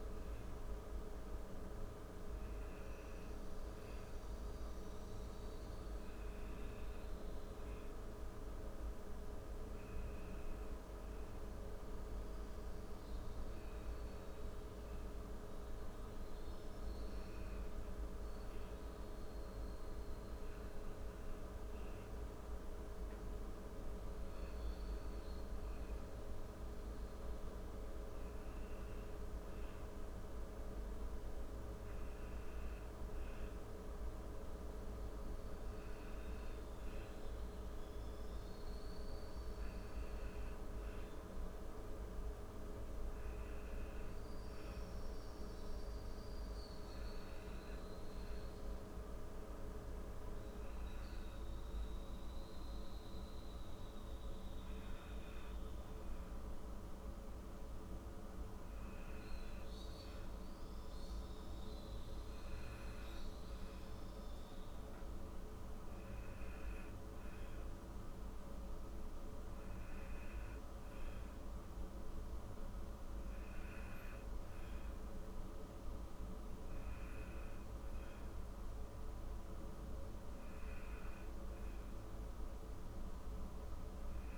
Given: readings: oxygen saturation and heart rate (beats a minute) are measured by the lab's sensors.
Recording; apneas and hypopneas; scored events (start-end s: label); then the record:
breathing in sleep, hard to hear, by a room microphone; none
none scored
From the record:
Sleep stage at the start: N1 (lightest sleep); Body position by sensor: on the back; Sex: female